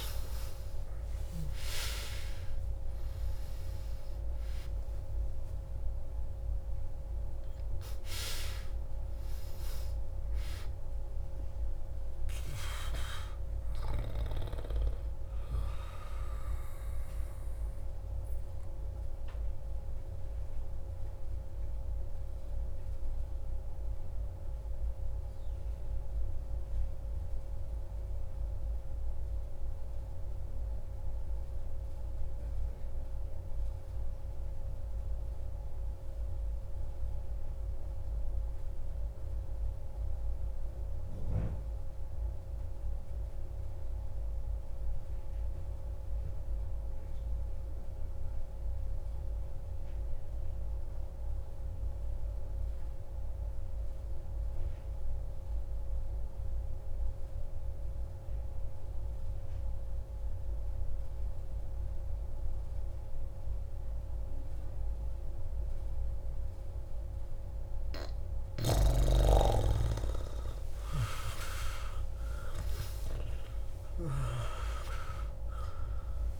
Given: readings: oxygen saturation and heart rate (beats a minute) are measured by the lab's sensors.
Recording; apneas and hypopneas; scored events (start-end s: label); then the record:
breathing in sleep by a room microphone; 1
0.00-4.50 s: arousal
0.00-23.50 s: oxygen desaturation (device-marked, oxygen 89% lowest)
18.50-67.00 s: mixed apnea (oxygen 95% before, 88% lowest)
51.50-76.40 s: oxygen desaturation (device-marked, oxygen 97% before, 88% lowest)
69.50-74.00 s: arousal
From the record:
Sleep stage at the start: N2 (light sleep); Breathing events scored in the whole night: 160 in 3.0 hours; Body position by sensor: on the back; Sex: male